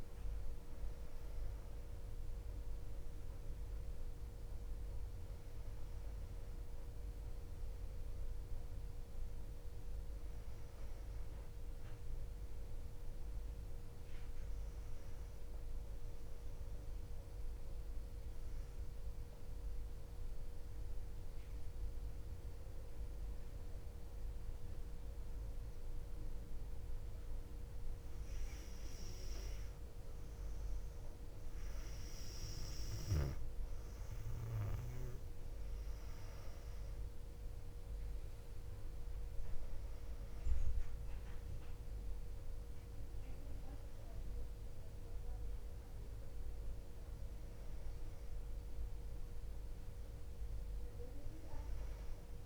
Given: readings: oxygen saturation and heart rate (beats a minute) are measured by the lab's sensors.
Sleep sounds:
breathing in sleep, hard to hear, by a room microphone; 1
0.00-9.00 s: oxygen desaturation (device-marked, oxygen 94% lowest, heart rate 59 extreme)
17.00-28.50 s: central apnea (oxygen 99% before, 94% lowest, heart rate 60 before, 58 extreme, up 0 after)
31.00-36.50 s: arousal
38.00-52.45 s: oxygen desaturation (device-marked, oxygen 99% before, 95% lowest, heart rate 60 before, 58 extreme)
From the record:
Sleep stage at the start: N2 (light sleep); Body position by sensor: on the back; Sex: female

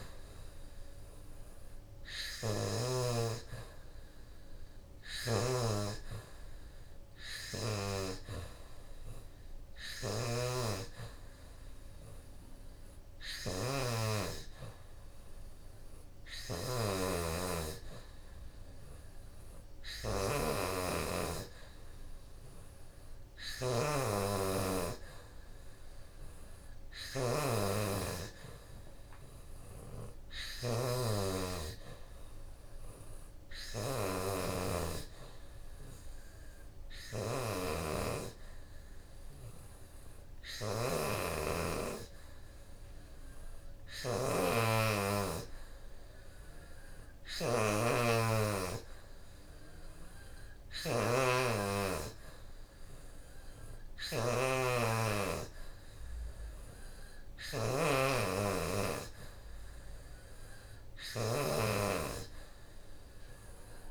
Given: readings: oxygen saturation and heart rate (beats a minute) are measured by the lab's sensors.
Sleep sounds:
breathing in sleep by a room microphone; none
2.00-63.91 s: new sleep stage, N3 (deep sleep)
26.00-38.00 s: oxygen desaturation (device-marked, oxygen 87% before, 83% lowest, heart rate 81 before, 79 extreme)
50.00-59.00 s: oxygen desaturation (device-marked, oxygen 85% before, 82% lowest, heart rate 81 before, 79 extreme)
From the record:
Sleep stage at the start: N2 (light sleep); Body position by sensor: on the back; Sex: female

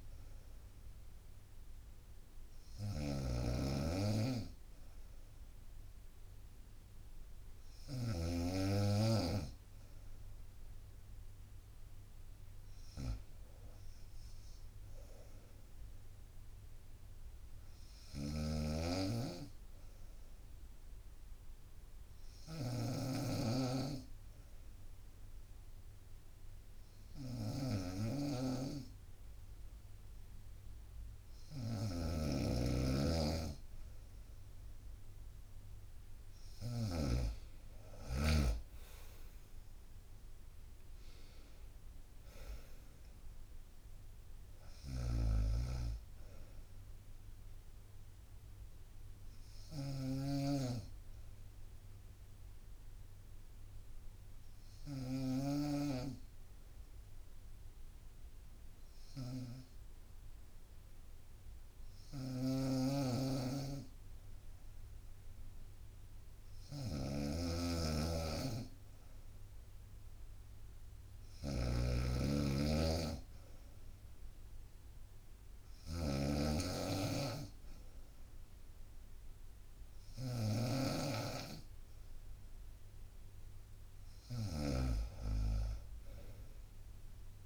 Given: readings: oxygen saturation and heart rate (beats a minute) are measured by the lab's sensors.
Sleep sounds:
breathing in sleep by a room microphone; 2
0.00-8.50 s: snoring (device-marked)
17.00-32.00 s: obstructive apnea (oxygen 95% before, 94% lowest, heart rate 65 before, 60 extreme, up 2 after)
18.00-37.00 s: snoring (device-marked)
34.00-37.00 s: arousal
38.00-51.00 s: drop in pulse transit time (device-marked, heart rate 65 before, 61 extreme)
44.50-87.46 s: snoring (device-marked)
48.50-67.00 s: obstructive apnea (oxygen 96% before, 94% lowest, heart rate 66 before, 60 extreme, up 2 after)
70.00-73.50 s: arousal
From the record:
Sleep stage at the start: N2 (light sleep); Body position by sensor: on the right side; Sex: female

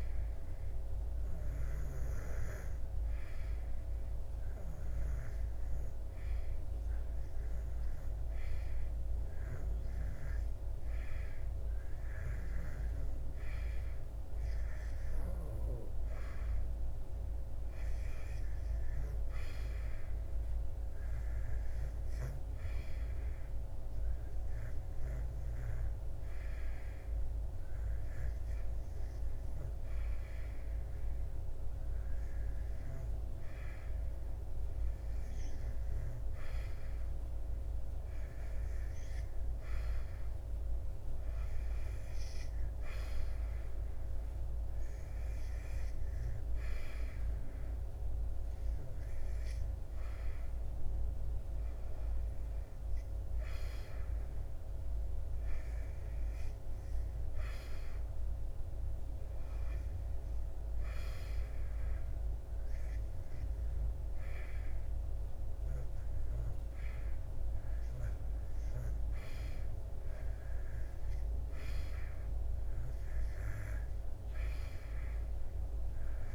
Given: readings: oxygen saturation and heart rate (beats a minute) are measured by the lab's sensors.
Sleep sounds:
breathing in sleep, hard to hear, by a room microphone; 1
23.00-33.50 s: hypopnea (oxygen 93% before, 91% lowest, heart rate 87 before, 85 extreme, up 7 after)
36.50-40.50 s: arousal
From the record:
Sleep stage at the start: REM sleep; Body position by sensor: on the back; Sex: male

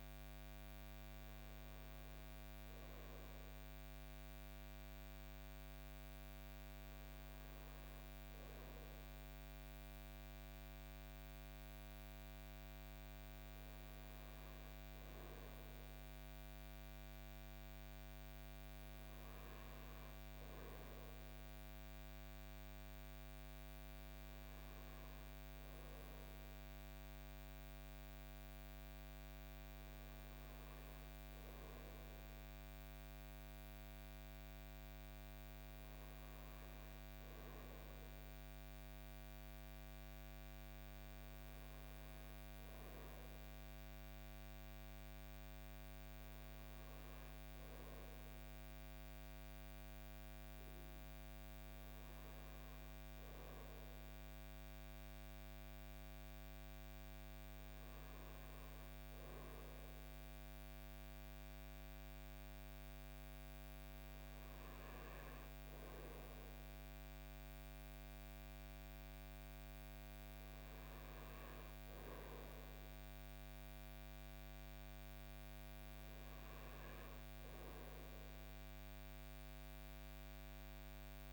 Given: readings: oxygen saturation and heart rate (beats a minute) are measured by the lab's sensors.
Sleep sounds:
breathing in sleep, hard to hear, by a microphone on the trachea; none
none scored
From the record:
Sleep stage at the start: N2 (light sleep); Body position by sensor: on the front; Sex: male

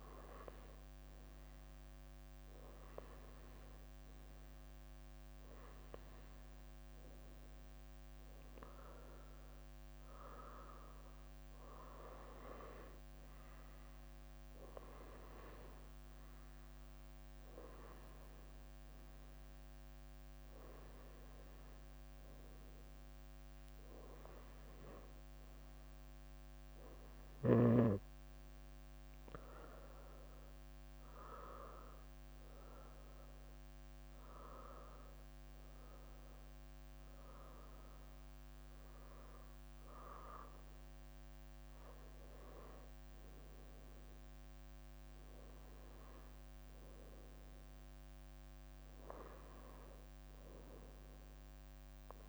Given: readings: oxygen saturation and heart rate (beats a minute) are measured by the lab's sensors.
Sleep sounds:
breathing in sleep by a microphone on the trachea; none
0.50-1.00 s: leg movement (device-marked)
11.00-15.00 s: leg movement (device-marked)
16.00-18.50 s: leg movement (device-marked)
18.50-20.50 s: leg movement (device-marked)
30.00-35.00 s: arousal
31.50-36.00 s: leg movement (device-marked)
37.50-39.00 s: leg movement (device-marked)
40.00-42.00 s: leg movement (device-marked)
43.00-45.50 s: leg movement (device-marked)
From the record:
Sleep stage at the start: N2 (light sleep); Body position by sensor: on the right side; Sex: female

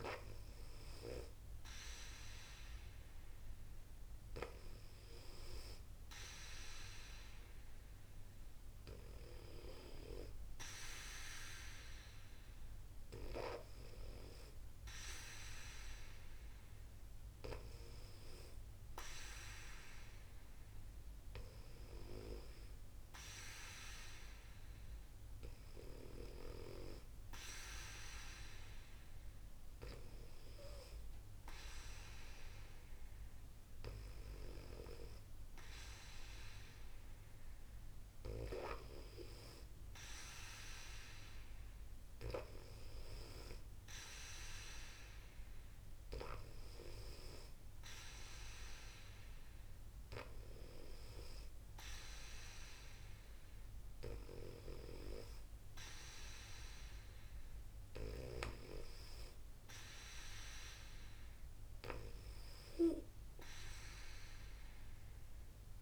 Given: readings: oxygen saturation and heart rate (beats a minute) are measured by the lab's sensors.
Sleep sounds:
breathing in sleep by a room microphone; none
none scored
From the record:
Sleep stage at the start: N2 (light sleep); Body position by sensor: on the back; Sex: female

